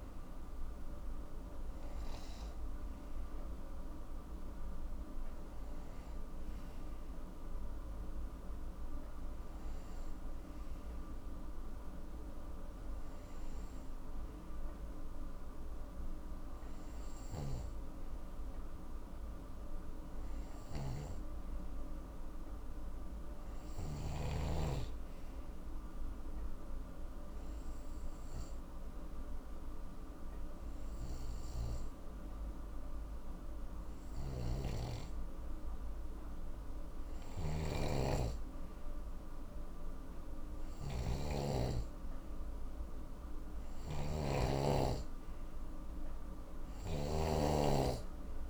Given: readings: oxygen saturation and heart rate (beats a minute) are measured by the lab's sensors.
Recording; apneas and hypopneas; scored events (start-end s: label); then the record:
breathing in sleep by a room microphone; 1
0.00-8.50 s: oxygen desaturation (device-marked, oxygen 92% lowest, heart rate 55 extreme)
17.00-24.00 s: snoring (device-marked)
27.50-40.50 s: hypopnea (oxygen 95% before, 91% lowest, heart rate 60 before, 52 extreme, up 11 after)
34.00-48.50 s: snoring (device-marked)
42.50-46.00 s: arousal
From the record:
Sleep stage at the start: N2 (light sleep); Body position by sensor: on the right side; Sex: male